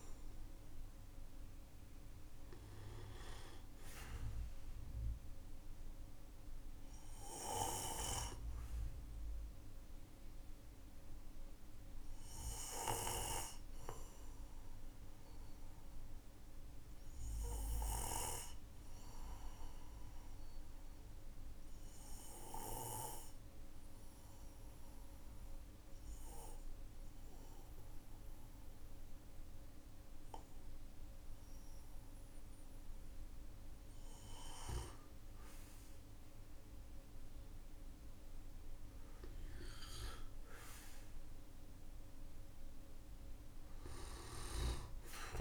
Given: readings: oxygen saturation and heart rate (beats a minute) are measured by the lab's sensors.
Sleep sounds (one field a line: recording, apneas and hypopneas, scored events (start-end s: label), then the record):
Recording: breathing in sleep by a room microphone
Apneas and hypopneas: 1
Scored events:
0.00-11.50 s: oxygen desaturation (device-marked, oxygen 93% lowest, heart rate 46 extreme)
7.00-30.50 s: obstructive apnea (oxygen 97% before, 92% lowest, heart rate 52 before, 43 extreme, up 13 after)
34.00-39.00 s: arousal
From the record:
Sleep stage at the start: N2 (light sleep)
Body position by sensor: on the right side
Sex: male